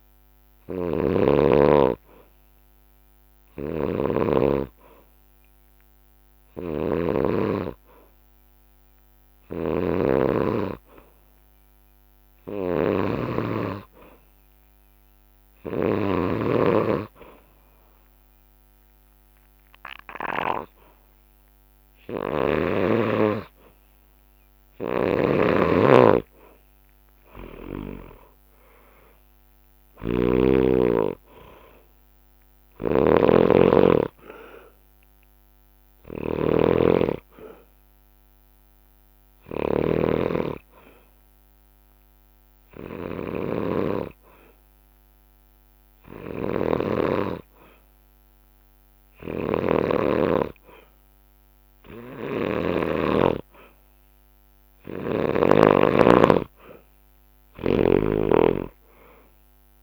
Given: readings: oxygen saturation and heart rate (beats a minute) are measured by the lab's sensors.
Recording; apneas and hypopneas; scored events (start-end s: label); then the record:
breathing in sleep by a microphone on the trachea; 2
0.00-7.00 s: snoring (device-marked)
2.00-13.00 s: bradycardia (device-marked, heart rate 64 before, 57 extreme)
9.00-16.00 s: snoring (device-marked)
11.50-24.00 s: hypopnea (oxygen 97% before, 92% lowest, heart rate 62 before, 59 extreme, up 11 after)
19.00-35.00 s: drop in pulse transit time (device-marked, heart rate 61 before, 61 extreme)
24.50-52.50 s: snoring (device-marked)
27.00-30.50 s: arousal
38.50-53.00 s: obstructive apnea (oxygen 96% before, 91% lowest, heart rate 66 before, 59 extreme, up 9 after)
39.00-42.00 s: bradycardia (device-marked, heart rate 64 before, 60 extreme)
56.50-59.83 s: arousal
57.00-59.83 s: snoring (device-marked)
From the record:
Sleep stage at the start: N2 (light sleep); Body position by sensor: on the back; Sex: male